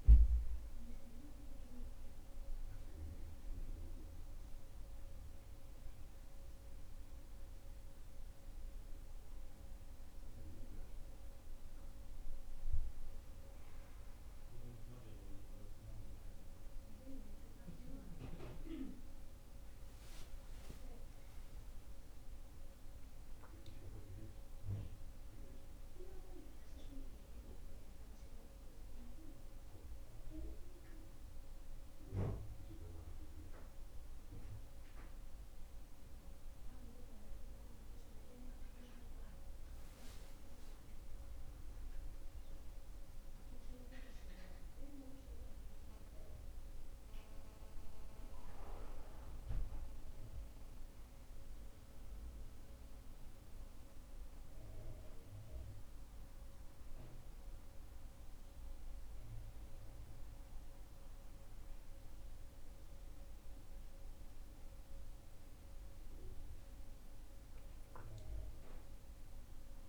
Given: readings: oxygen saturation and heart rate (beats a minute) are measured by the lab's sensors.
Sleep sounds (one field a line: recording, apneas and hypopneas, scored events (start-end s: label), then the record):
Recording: breathing in sleep by a room microphone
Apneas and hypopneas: none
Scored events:
19.50-23.00 s: arousal
From the record:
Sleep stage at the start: N2 (light sleep)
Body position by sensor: on the back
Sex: male